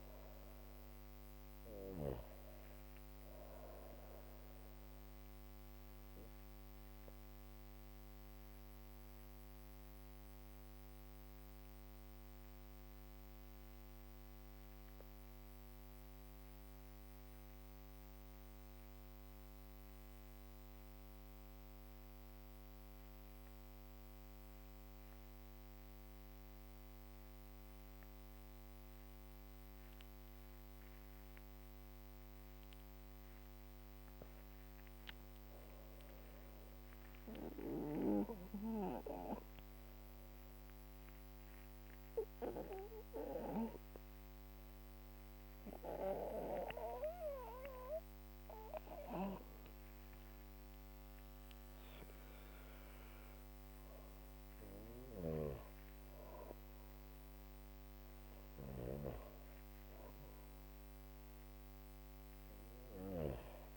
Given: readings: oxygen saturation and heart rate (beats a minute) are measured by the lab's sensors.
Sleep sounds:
breathing in sleep by a microphone on the trachea; 1
0.00-1.00 s: arousal
3.50-32.00 s: obstructive apnea (oxygen 97% before, 92% lowest, heart rate 68 before, 55 extreme, up 7 after)
10.00-21.00 s: drop in pulse transit time (device-marked, heart rate 63 before, 55 extreme)
29.00-56.00 s: oxygen desaturation (device-marked, oxygen 99% before, 92% lowest, heart rate 64 before, 57 extreme)
34.00-38.50 s: arousal
37.00-52.00 s: drop in pulse transit time (device-marked, heart rate 69 before, 71 extreme)
58.50-62.50 s: arousal
From the record:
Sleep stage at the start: N2 (light sleep); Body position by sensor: on the back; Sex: female

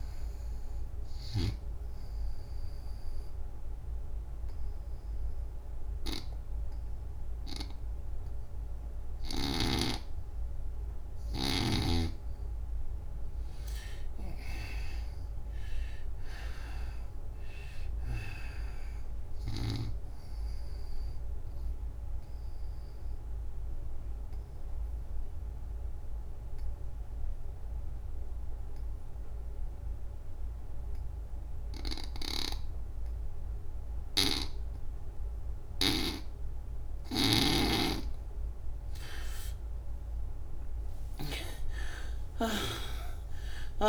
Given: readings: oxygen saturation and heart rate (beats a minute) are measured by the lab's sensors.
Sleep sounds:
breathing in sleep by a room microphone; 2
0.00-16.50 s: oxygen desaturation (device-marked, oxygen 78% lowest, heart rate 69 extreme)
1.00-12.00 s: obstructive apnea (oxygen 93% before, 78% lowest, heart rate 89 before, 69 extreme, up 30 after)
14.50-18.50 s: arousal
21.00-37.00 s: obstructive apnea (oxygen 95% before, 78% lowest)
21.50-28.50 s: oxygen desaturation (device-marked, oxygen 95% before, 86% lowest)
33.50-43.88 s: oxygen desaturation (device-marked, oxygen 97% before, 78% lowest)
39.50-43.50 s: arousal
From the record:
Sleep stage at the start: N2 (light sleep); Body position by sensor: on the back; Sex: female

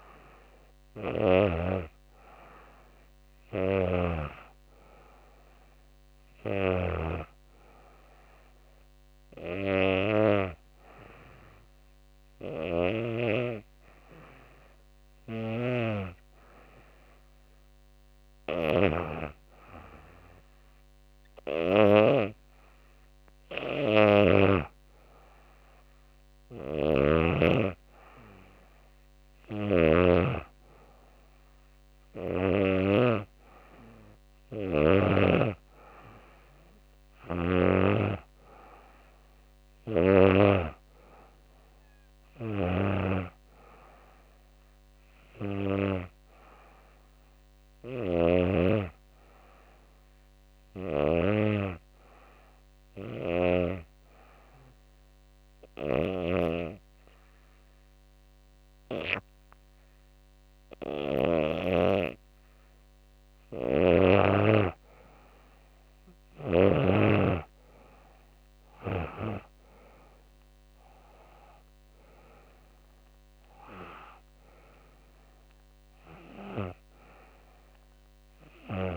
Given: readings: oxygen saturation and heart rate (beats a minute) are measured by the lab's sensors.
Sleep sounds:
breathing in sleep by a microphone on the trachea; 2
7.50-18.50 s: hypopnea (oxygen 95% before, 92% lowest, heart rate 78 before, 75 extreme, up 3 after)
20.50-24.00 s: arousal
28.00-32.00 s: snoring (device-marked)
52.00-63.00 s: obstructive apnea (oxygen 94% before, 90% lowest, heart rate 77 before, 74 extreme, up 5 after)
64.00-78.97 s: oxygen desaturation (device-marked, oxygen 95% before, 90% lowest, heart rate 76 before, 74 extreme)
66.00-70.00 s: arousal
From the record:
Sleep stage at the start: N2 (light sleep); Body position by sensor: on the back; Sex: female

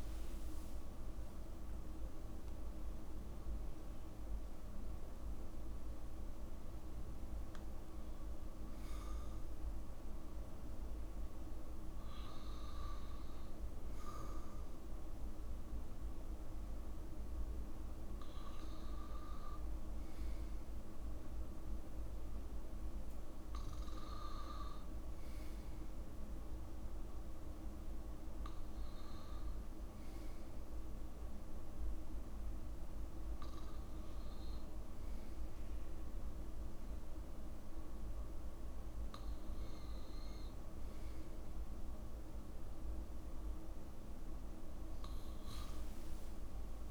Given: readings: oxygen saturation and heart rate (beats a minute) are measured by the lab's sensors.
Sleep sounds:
breathing in sleep, hard to hear, by a room microphone; none
1.00-5.50 s: arousal
45.50-46.91 s: long interval between heartbeats (device-marked, heart rate 63 before, 73 extreme)
From the record:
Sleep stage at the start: N2 (light sleep); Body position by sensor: on the back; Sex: male

